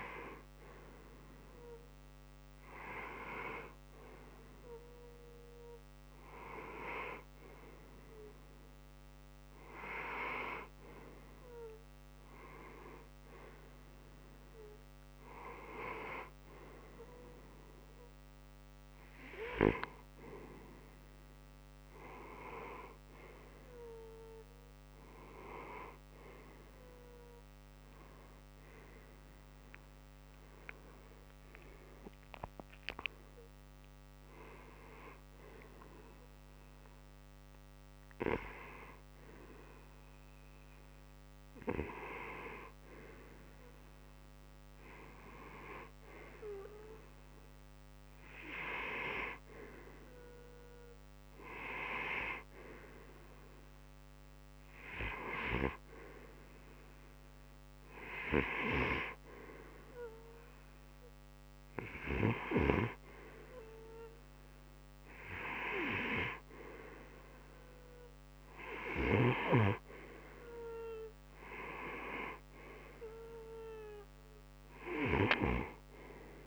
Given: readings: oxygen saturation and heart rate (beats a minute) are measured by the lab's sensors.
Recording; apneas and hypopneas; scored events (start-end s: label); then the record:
breathing in sleep by a microphone on the trachea; none
13.00-76.47 s: new sleep stage, N2 (light sleep)
From the record:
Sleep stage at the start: N1 (lightest sleep); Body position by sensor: on the right side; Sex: male